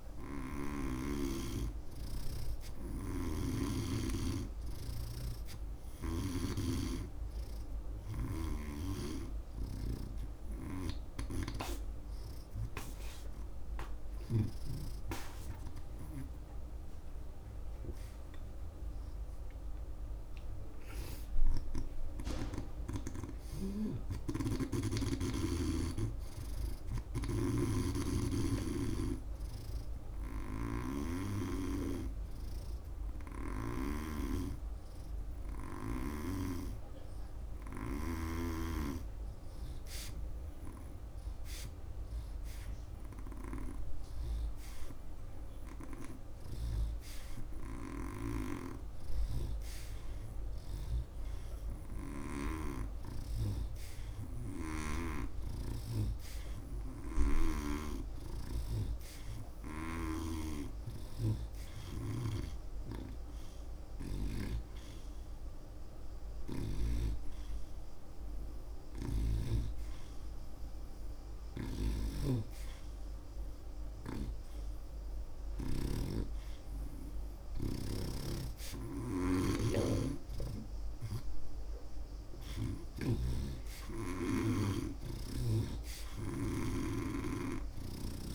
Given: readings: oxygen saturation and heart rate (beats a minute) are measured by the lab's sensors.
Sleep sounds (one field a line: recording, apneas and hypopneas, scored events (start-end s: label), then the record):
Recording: breathing in sleep by a room microphone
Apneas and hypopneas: none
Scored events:
0.00-1.00 s: snoring (device-marked)
3.00-6.50 s: snoring (device-marked)
11.00-15.00 s: snoring (device-marked)
17.00-22.50 s: arousal
23.50-34.00 s: snoring (device-marked)
49.00-52.50 s: snoring (device-marked)
62.00-67.00 s: snoring (device-marked)
74.00-83.00 s: snoring (device-marked)
81.50-88.35 s: oxygen desaturation (device-marked, oxygen 89% before, 84% lowest)
From the record:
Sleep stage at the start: N2 (light sleep)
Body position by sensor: on the right side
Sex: male